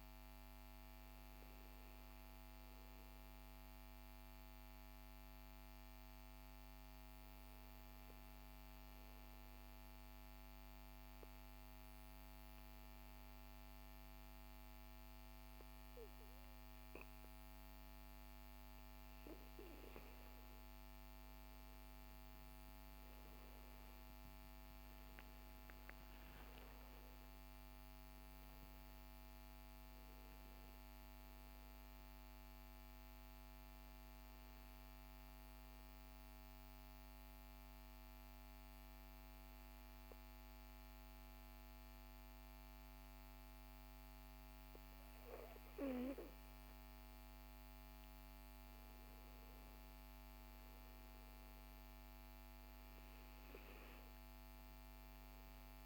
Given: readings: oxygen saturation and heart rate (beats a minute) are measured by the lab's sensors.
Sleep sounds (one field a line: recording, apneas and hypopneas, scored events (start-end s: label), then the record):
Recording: breathing in sleep, hard to hear, by a microphone on the trachea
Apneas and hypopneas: 2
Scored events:
8.00-19.00 s: obstructive apnea (oxygen 96% before, 95% lowest, heart rate 53 before, 47 extreme)
21.50-27.00 s: arousal
34.50-46.00 s: obstructive apnea (oxygen 97% before, 95% lowest, heart rate 78 before, 45 extreme, up 12 after)
48.00-52.50 s: arousal
From the record:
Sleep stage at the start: N2 (light sleep)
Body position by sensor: on the back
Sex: male